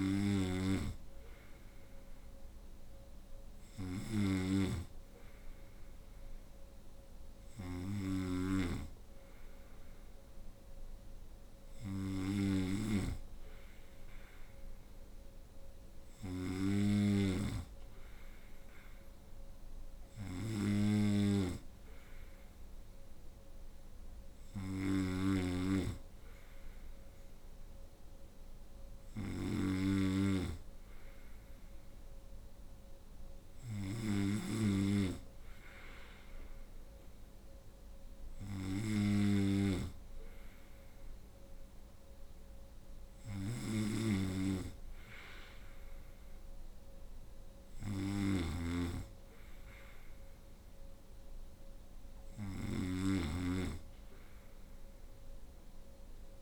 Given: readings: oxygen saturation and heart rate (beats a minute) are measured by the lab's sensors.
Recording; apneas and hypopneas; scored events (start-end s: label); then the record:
breathing in sleep by a room microphone; none
0.00-56.42 s: snoring (device-marked)
From the record:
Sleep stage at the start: N2 (light sleep); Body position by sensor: on the right side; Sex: female